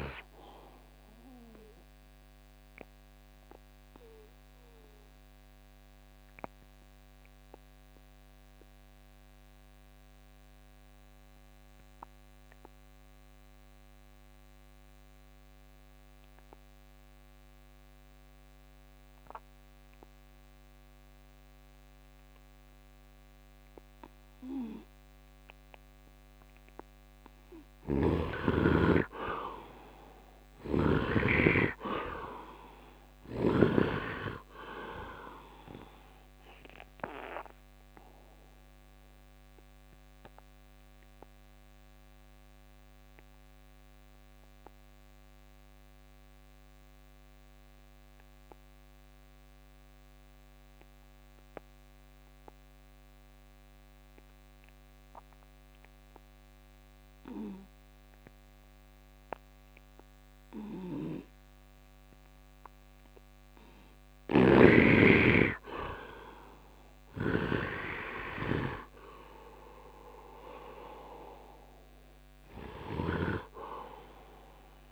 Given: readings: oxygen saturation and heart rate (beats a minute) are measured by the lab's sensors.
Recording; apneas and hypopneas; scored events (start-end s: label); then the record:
breathing in sleep by a microphone on the trachea; 2
0.00-13.00 s: oxygen desaturation (device-marked, oxygen 82% lowest, heart rate 67 extreme)
1.00-26.00 s: obstructive apnea (oxygen 98% before, 78% lowest, heart rate 78 before, 66 extreme, up 7 after)
20.00-52.00 s: oxygen desaturation (device-marked, oxygen 99% before, 81% lowest, heart rate 71 before, 66 extreme)
27.50-31.00 s: snoring (device-marked)
27.50-32.50 s: arousal
36.50-64.50 s: obstructive apnea (oxygen 99% before, 77% lowest, heart rate 77 before, 66 extreme, up 11 after)
60.50-74.92 s: snoring (device-marked)
62.00-74.92 s: oxygen desaturation (device-marked, oxygen 99% before, 77% lowest, heart rate 70 before, 67 extreme)
66.00-70.50 s: arousal
From the record:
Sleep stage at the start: N2 (light sleep); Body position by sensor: on the right side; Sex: male